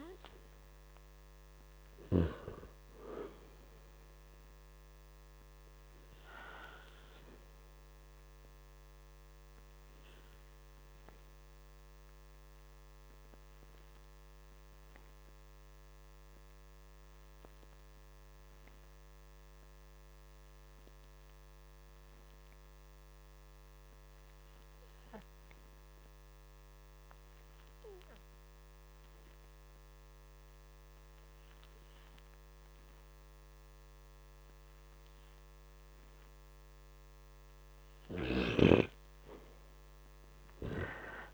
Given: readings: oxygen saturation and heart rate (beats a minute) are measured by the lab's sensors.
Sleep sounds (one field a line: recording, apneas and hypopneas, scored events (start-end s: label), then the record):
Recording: breathing in sleep by a microphone on the trachea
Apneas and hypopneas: 1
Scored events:
0.00-4.00 s: oxygen desaturation (device-marked, oxygen 89% lowest, heart rate 55 extreme)
6.00-32.00 s: oxygen desaturation (device-marked, oxygen 93% before, 85% lowest, heart rate 56 before, 52 extreme)
6.50-37.00 s: hypopnea (oxygen 95% before, 85% lowest, heart rate 56 before, 52 extreme, up 4 after)
From the record:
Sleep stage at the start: N2 (light sleep)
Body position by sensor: on the back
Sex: male